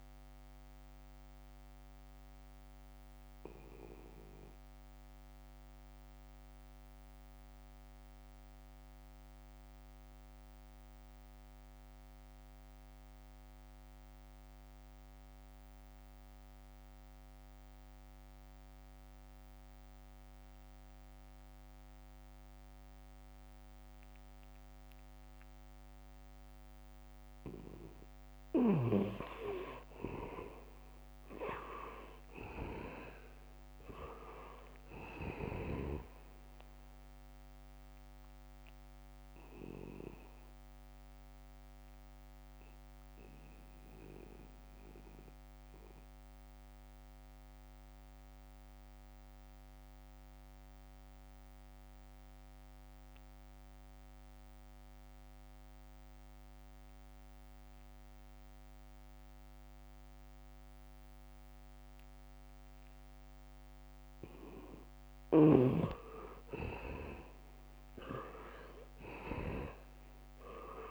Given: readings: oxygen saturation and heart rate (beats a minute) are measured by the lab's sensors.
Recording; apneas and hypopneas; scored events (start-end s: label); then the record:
breathing in sleep by a microphone on the trachea; 2
0.00-17.00 s: oxygen desaturation (device-marked, oxygen 78% lowest, heart rate 66 extreme)
1.00-28.50 s: mixed apnea (oxygen 99% before, 76% lowest, heart rate 70 before, 66 extreme, up 0 after)
19.00-55.00 s: oxygen desaturation (device-marked, oxygen 99% before, 78% lowest, heart rate 73 before, 64 extreme)
23.00-26.50 s: leg movement (device-marked)
30.50-34.50 s: arousal
40.50-64.00 s: obstructive apnea (oxygen 99% before, 76% lowest, heart rate 70 before, 64 extreme, up 2 after)
57.00-59.50 s: leg movement (device-marked)
61.00-70.91 s: oxygen desaturation (device-marked, oxygen 98% before, 76% lowest, heart rate 72 before, 64 extreme)
61.50-64.00 s: leg movement (device-marked)
67.00-70.50 s: arousal
From the record:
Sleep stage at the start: N2 (light sleep); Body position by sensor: on the back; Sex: male